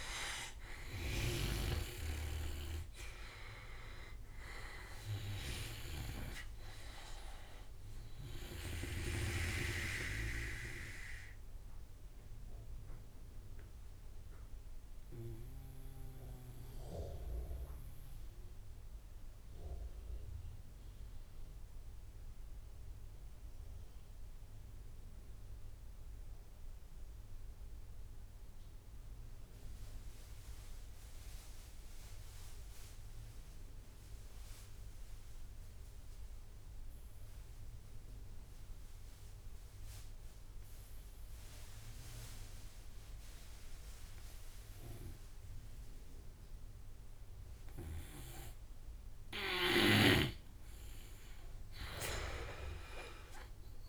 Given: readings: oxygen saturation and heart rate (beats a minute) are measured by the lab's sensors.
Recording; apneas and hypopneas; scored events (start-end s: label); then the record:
breathing in sleep by a room microphone; 1
0.00-19.00 s: oxygen desaturation (device-marked, oxygen 86% lowest)
10.50-46.00 s: obstructive apnea (oxygen 100% before, 86% lowest)
32.00-53.89 s: oxygen desaturation (device-marked, oxygen 100% before, 89% lowest)
52.50-53.89 s: arousal
From the record:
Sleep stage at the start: N2 (light sleep); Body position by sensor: on the right side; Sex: male